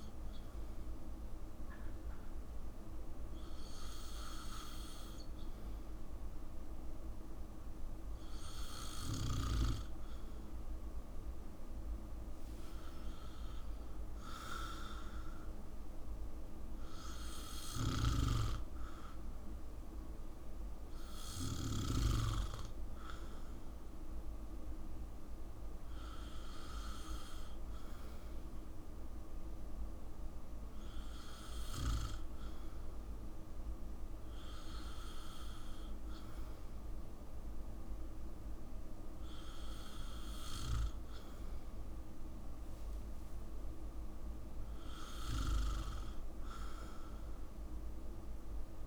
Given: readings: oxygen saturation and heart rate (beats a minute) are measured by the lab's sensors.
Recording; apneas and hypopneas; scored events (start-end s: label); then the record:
breathing in sleep by a room microphone; none
13.00-15.00 s: long interval between heartbeats (device-marked, heart rate 67 before, 82 extreme)
43.00-45.00 s: long interval between heartbeats (device-marked, heart rate 65 before, 79 extreme)
From the record:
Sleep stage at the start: N2 (light sleep); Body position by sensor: on the back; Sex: male